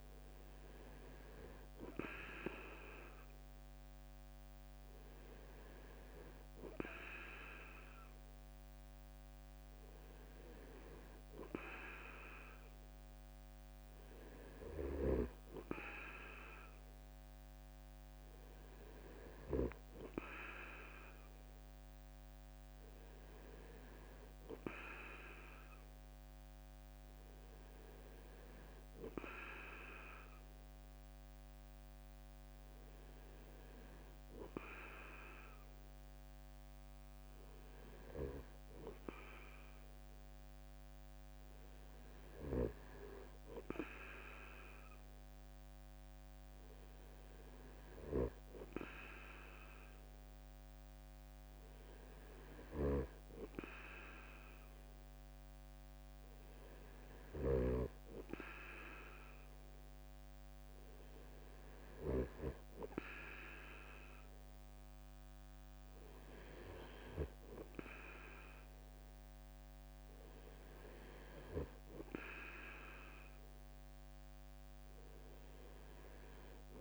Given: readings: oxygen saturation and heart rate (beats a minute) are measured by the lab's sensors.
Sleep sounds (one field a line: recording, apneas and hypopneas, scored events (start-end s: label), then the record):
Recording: breathing in sleep by a microphone on the trachea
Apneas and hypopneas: none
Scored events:
52.50-58.00 s: snoring (device-marked)
From the record:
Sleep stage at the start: N2 (light sleep)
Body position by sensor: on the back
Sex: male